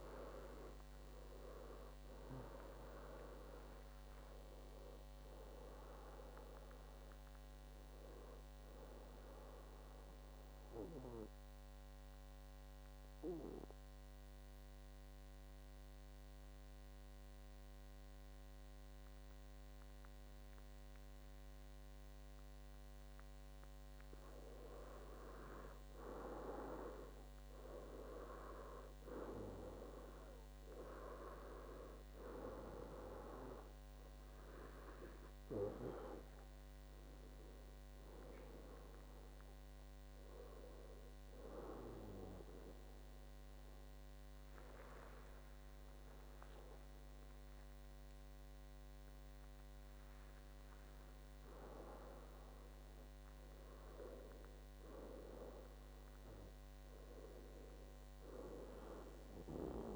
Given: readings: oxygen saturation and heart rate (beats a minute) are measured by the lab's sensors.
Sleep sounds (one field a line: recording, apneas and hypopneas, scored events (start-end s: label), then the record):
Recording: breathing in sleep by a microphone on the trachea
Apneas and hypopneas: 2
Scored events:
0.00-21.50 s: oxygen desaturation (device-marked, oxygen 92% lowest, heart rate 63 extreme)
10.50-24.00 s: obstructive apnea (oxygen 98% before, 92% lowest, heart rate 77 before, 63 extreme, up 8 after)
26.00-29.00 s: arousal
39.50-52.00 s: hypopnea (oxygen 99% before, 91% lowest, heart rate 69 before, 64 extreme, up 1 after)
41.50-59.96 s: oxygen desaturation (device-marked, oxygen 98% before, 95% lowest, heart rate 69 before, 64 extreme)
54.50-57.00 s: arousal
From the record:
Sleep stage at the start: N2 (light sleep)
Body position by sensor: on the back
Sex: male